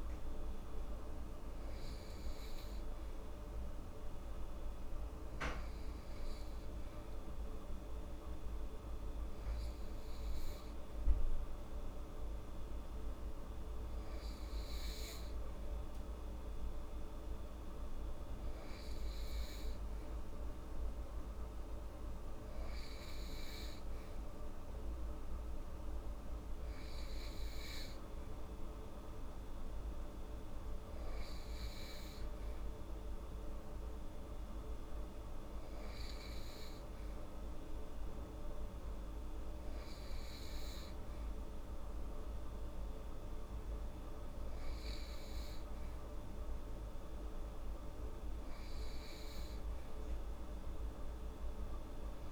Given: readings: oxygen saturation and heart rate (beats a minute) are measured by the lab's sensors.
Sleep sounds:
breathing in sleep, hard to hear, by a room microphone; none
none scored
From the record:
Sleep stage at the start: N2 (light sleep); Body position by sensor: on the right side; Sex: female

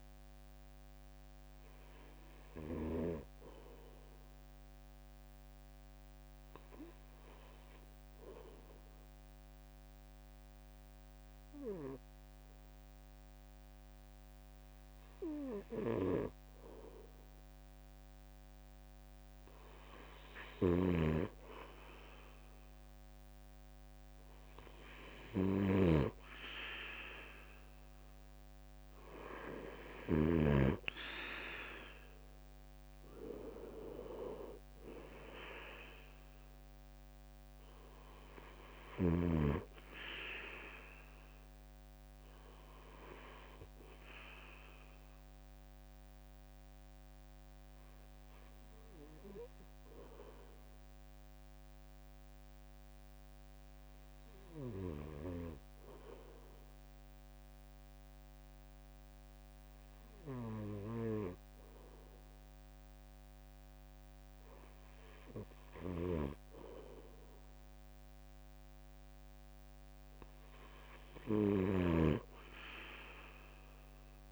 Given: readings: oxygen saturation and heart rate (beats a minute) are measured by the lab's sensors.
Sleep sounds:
breathing in sleep by a microphone on the trachea; 2
9.50-20.50 s: obstructive apnea (oxygen 96% before, 88% lowest, heart rate 70 before, 65 extreme, up 8 after)
20.50-30.00 s: snoring (device-marked)
22.00-25.00 s: arousal
30.50-59.50 s: oxygen desaturation (device-marked, oxygen 92% before, 88% lowest, heart rate 69 before, 61 extreme)
31.50-46.50 s: drop in pulse transit time (device-marked, heart rate 69 before, 68 extreme)
40.50-44.00 s: arousal
48.00-64.00 s: hypopnea (oxygen 92% before, 88% lowest, heart rate 72 before, 61 extreme, up 6 after)
65.50-74.32 s: snoring (device-marked)
66.50-70.50 s: arousal
From the record:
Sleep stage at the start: N2 (light sleep); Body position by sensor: on the right side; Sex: male

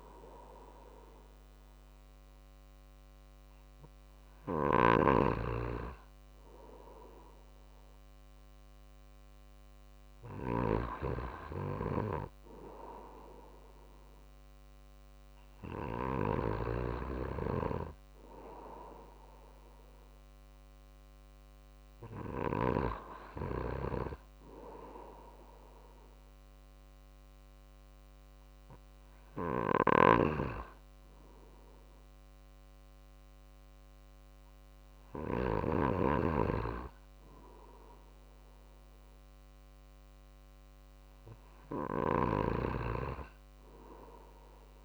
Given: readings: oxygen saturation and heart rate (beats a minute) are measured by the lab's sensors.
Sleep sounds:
breathing in sleep by a microphone on the trachea; none
14.50-26.50 s: drop in pulse transit time (device-marked, heart rate 50 before, 50 extreme)
29.00-35.50 s: snoring (device-marked)
From the record:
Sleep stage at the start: N2 (light sleep); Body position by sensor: on the right side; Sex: male

